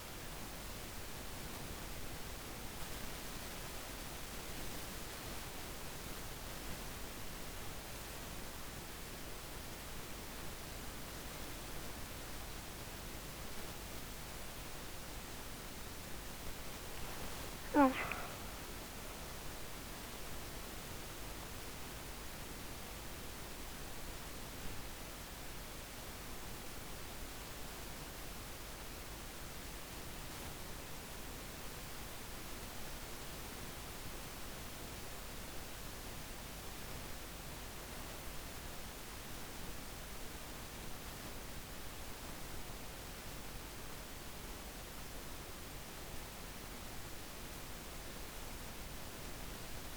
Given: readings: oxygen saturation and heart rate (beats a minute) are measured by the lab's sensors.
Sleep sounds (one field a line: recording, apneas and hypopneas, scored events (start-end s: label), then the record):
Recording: breathing in sleep, hard to hear, by a microphone on the trachea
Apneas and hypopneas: none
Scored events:
16.50-20.50 s: arousal
From the record:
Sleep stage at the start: N1 (lightest sleep)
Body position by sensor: on the back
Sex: female